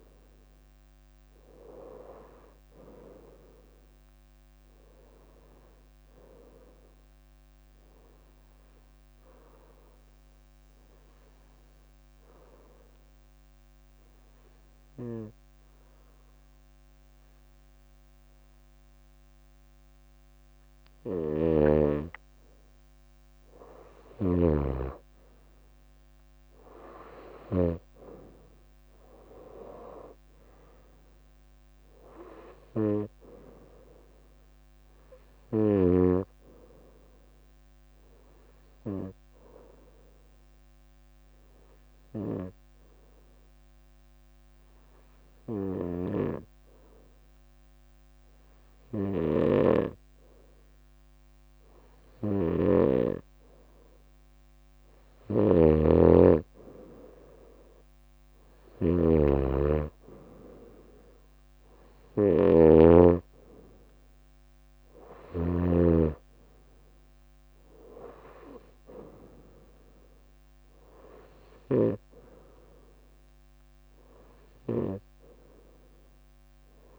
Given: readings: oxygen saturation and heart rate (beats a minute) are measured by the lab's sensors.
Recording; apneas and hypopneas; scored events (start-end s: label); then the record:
breathing in sleep by a microphone on the trachea; 2
10.50-21.50 s: obstructive apnea (oxygen 98% before, 93% lowest, heart rate 62 before, 60 extreme, up 8 after)
23.50-27.50 s: snoring (device-marked)
25.50-29.00 s: arousal
27.50-47.50 s: oxygen desaturation (device-marked, oxygen 98% before, 93% lowest, heart rate 62 before, 60 extreme)
32.50-34.50 s: long interval between heartbeats (device-marked, heart rate 65 before, 68 extreme)
38.50-53.00 s: obstructive apnea (oxygen 98% before, 93% lowest, heart rate 66 before, 62 extreme, up 7 after)
45.50-74.50 s: snoring (device-marked)
56.00-59.50 s: arousal
58.50-76.99 s: oxygen desaturation (device-marked, oxygen 98% before, 94% lowest, heart rate 65 before, 58 extreme)
62.00-63.00 s: leg movement (device-marked)
64.50-66.00 s: leg movement (device-marked)
67.50-68.50 s: leg movement (device-marked)
70.50-72.00 s: leg movement (device-marked)
74.00-75.50 s: leg movement (device-marked)
From the record:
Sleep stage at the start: N2 (light sleep); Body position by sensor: on the right side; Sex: female